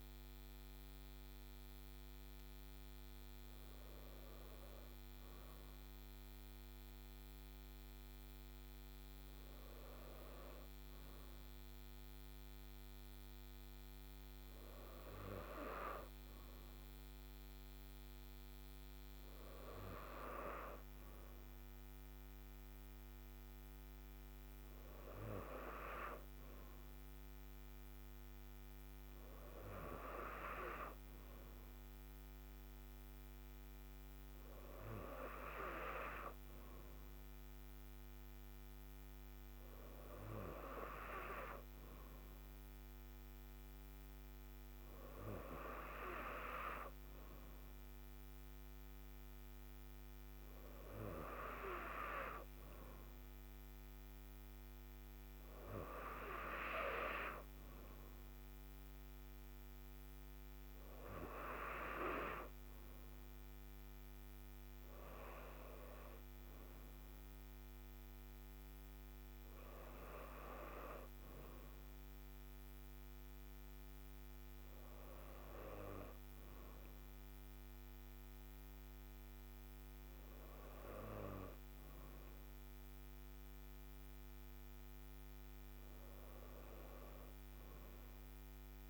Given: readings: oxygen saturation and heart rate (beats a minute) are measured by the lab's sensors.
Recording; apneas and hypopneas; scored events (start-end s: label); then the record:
a person partly awake in a sleep study, by a microphone on the trachea; none
1.50-88.90 s: new sleep stage, N2 (light sleep)
From the record:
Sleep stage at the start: awake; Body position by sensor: on the right side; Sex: female